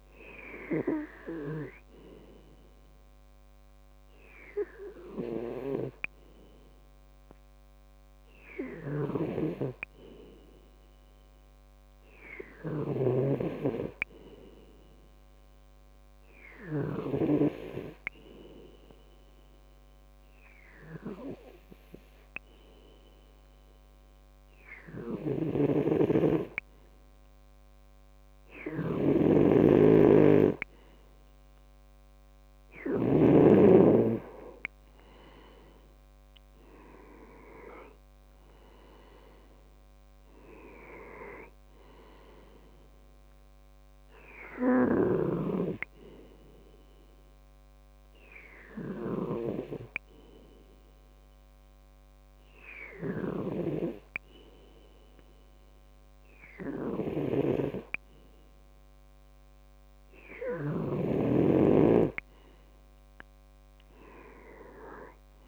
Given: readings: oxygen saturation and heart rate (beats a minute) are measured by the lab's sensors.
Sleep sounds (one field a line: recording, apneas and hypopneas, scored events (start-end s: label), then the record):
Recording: breathing in sleep by a microphone on the trachea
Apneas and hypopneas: 2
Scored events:
16.50-26.50 s: hypopnea (oxygen 97% before, 93% lowest, heart rate 67 before, 66 extreme, up 1 after)
29.50-33.50 s: snoring (device-marked)
34.50-39.50 s: arousal
47.50-58.50 s: hypopnea (oxygen 96% before, 93% lowest, heart rate 69 before, 65 extreme, up 4 after)
62.00-65.48 s: arousal
From the record:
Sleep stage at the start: N2 (light sleep)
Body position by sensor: on the left side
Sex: male